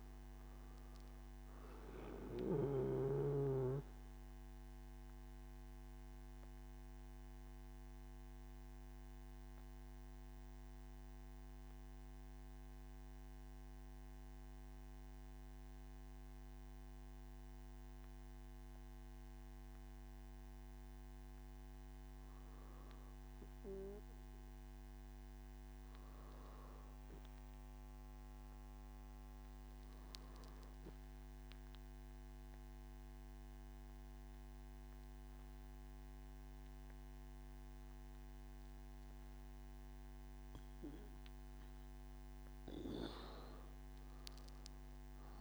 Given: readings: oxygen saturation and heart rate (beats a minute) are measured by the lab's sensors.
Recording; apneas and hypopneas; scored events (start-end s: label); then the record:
breathing in sleep by a microphone on the trachea; none
0.00-10.50 s: oxygen desaturation (device-marked, oxygen 93% lowest, heart rate 70 extreme)
From the record:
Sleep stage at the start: N3 (deep sleep); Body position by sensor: on the back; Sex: male